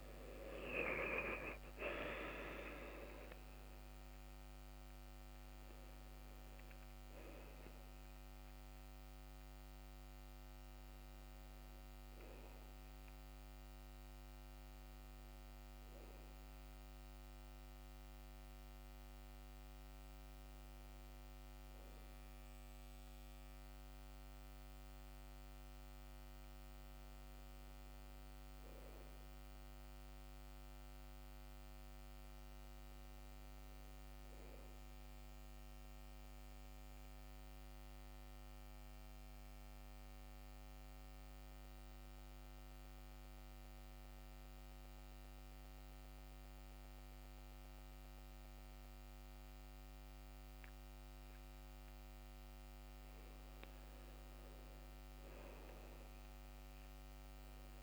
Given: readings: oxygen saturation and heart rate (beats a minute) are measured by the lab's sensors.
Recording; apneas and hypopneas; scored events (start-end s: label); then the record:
breathing in sleep, hard to hear, by a microphone on the trachea; 1
0.00-3.00 s: arousal
4.50-17.50 s: oxygen desaturation (device-marked, oxygen 95% before, 91% lowest, heart rate 70 before, 62 extreme)
19.50-24.00 s: arousal
23.50-33.50 s: oxygen desaturation (device-marked, oxygen 93% before, 89% lowest, heart rate 70 before, 61 extreme)
36.00-53.00 s: mixed apnea (oxygen 99% before, 92% lowest, heart rate 65 before, 61 extreme, up 11 after)
55.00-57.82 s: arousal
From the record:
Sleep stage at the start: N2 (light sleep); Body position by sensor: on the back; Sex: male